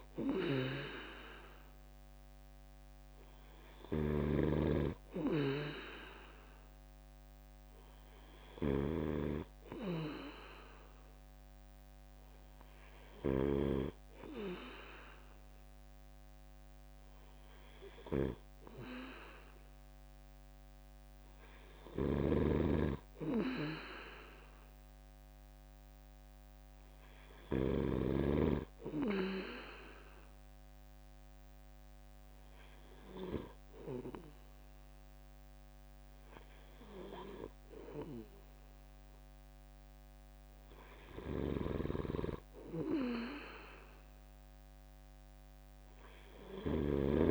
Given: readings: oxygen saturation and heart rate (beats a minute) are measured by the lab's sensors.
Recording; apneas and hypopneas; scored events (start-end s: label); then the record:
breathing in sleep by a microphone on the trachea; none
0.00-13.50 s: snoring (device-marked)
22.00-28.00 s: snoring (device-marked)
41.00-47.31 s: snoring (device-marked)
From the record:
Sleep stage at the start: N2 (light sleep); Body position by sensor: on the right side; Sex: male